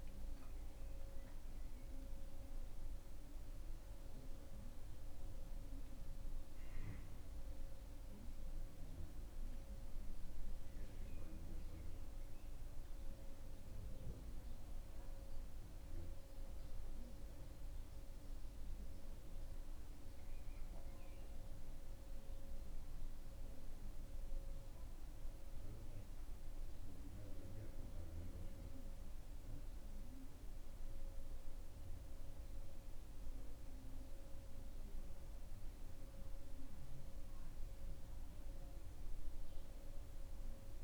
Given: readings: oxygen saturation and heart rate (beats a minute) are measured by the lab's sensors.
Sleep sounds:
breathing in sleep, hard to hear, by a room microphone; none
0.00-2.50 s: arousal
From the record:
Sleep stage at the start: N2 (light sleep); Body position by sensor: on the back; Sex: male

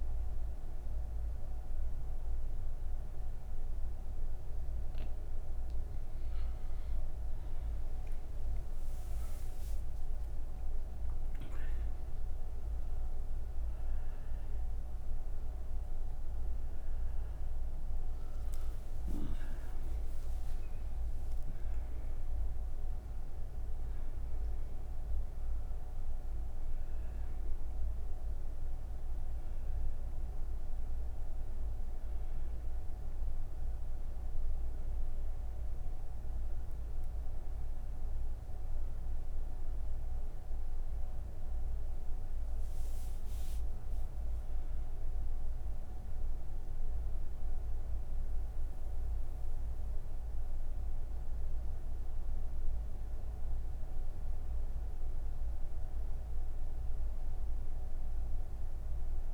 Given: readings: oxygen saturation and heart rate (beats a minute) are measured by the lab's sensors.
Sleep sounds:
breathing in sleep, hard to hear, by a room microphone; none
4.50-16.50 s: oxygen desaturation (device-marked, oxygen 97% before, 94% lowest, heart rate 70 before, 97 extreme)
25.50-59.34 s: oxygen desaturation (device-marked, oxygen 96% before, 87% lowest, heart rate 131 before, 68 extreme)
From the record:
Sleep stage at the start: N3 (deep sleep); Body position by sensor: on the right side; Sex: female

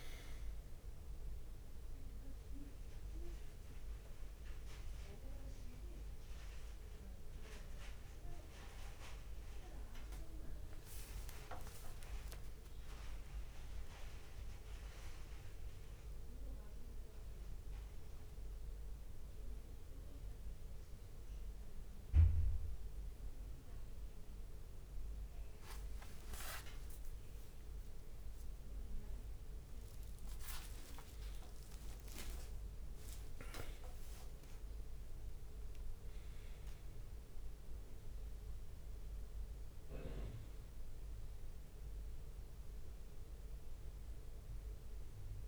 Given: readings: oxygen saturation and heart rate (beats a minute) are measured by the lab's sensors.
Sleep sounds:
a person awake in a sleep study, by a room microphone; none
0.00-7.50 s: drop in pulse transit time (device-marked, heart rate 66 extreme)
10.00-14.50 s: leg movement (device-marked)
11.50-45.48 s: new sleep stage, awake
12.00-14.00 s: long interval between heartbeats (device-marked, heart rate 67 before, 75 extreme)
24.50-34.50 s: tachycardia (device-marked, heart rate 66 before, 170 extreme)
27.00-29.00 s: long interval between heartbeats (device-marked, heart rate 68 before, 79 extreme)
30.50-32.50 s: long interval between heartbeats (device-marked, heart rate 76 before, 138 extreme)
33.00-35.00 s: long interval between heartbeats (device-marked, heart rate 84 before, 155 extreme)
34.50-36.50 s: drop in pulse transit time (device-marked, heart rate 92 before, 128 extreme)
39.50-42.00 s: leg movement (device-marked)
From the record:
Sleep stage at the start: N1 (lightest sleep); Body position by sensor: on the back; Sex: male

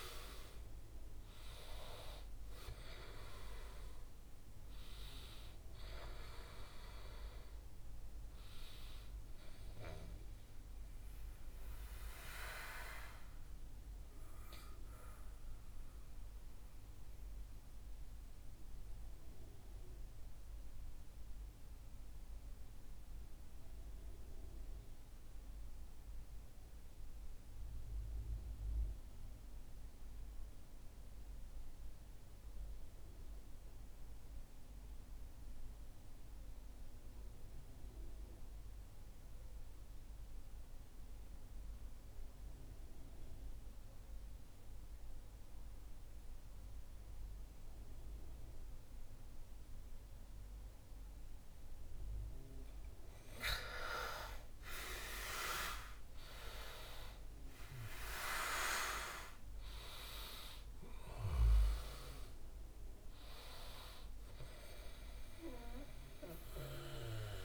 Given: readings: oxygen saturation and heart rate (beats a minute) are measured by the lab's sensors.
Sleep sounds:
breathing in sleep by a room microphone; 1
0.00-24.50 s: oxygen desaturation (device-marked, oxygen 89% lowest, heart rate 61 extreme)
11.00-51.50 s: mixed apnea (oxygen 98% before, 88% lowest, heart rate 69 before, 61 extreme, up 15 after)
52.50-67.45 s: oxygen desaturation (device-marked, oxygen 96% before, 88% lowest, heart rate 62 before, 57 extreme)
53.00-57.50 s: arousal
From the record:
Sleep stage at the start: REM sleep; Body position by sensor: on the back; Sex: male

